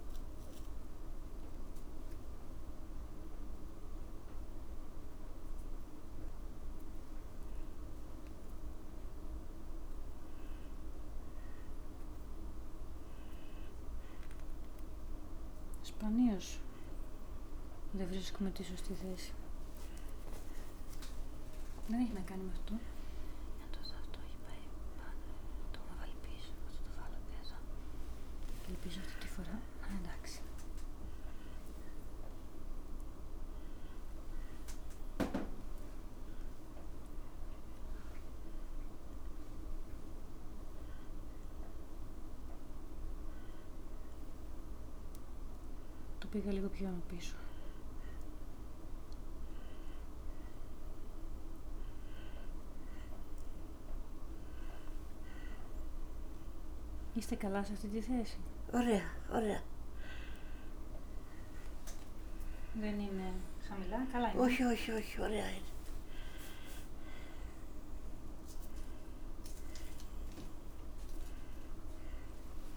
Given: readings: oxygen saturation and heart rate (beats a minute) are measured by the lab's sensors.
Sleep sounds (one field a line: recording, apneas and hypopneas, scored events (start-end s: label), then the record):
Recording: a person awake in a sleep study, by a room microphone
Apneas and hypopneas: none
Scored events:
none scored
From the record:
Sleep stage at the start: awake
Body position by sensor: on the back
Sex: female